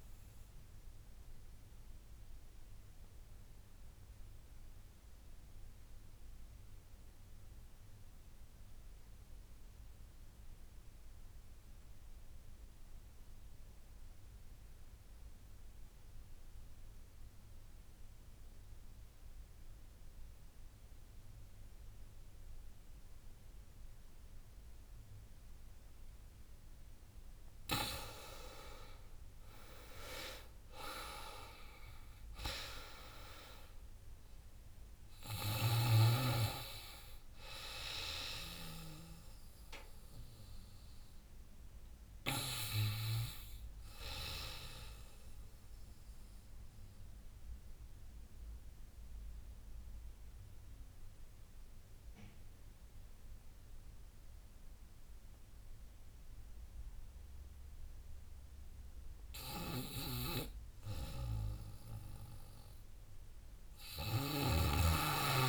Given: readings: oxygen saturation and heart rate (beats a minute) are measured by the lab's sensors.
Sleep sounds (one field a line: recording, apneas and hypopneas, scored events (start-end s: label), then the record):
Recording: breathing in sleep by a room microphone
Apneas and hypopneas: 2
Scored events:
0.50-25.50 s: obstructive apnea (oxygen 98% before, 87% lowest, heart rate 81 before, 68 extreme, up 22 after)
27.50-51.50 s: oxygen desaturation (device-marked, oxygen 96% before, 87% lowest, heart rate 71 before, 74 extreme)
28.00-32.00 s: arousal
29.50-42.50 s: drop in pulse transit time (device-marked, heart rate 71 before, 76 extreme)
46.00-58.50 s: obstructive apnea (oxygen 96% before, 84% lowest, heart rate 80 before, 72 extreme, up 5 after)
52.50-65.49 s: new sleep stage, REM sleep
59.00-64.00 s: snoring (device-marked)
61.50-64.50 s: arousal
From the record:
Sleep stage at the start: N2 (light sleep)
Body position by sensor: on the back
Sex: female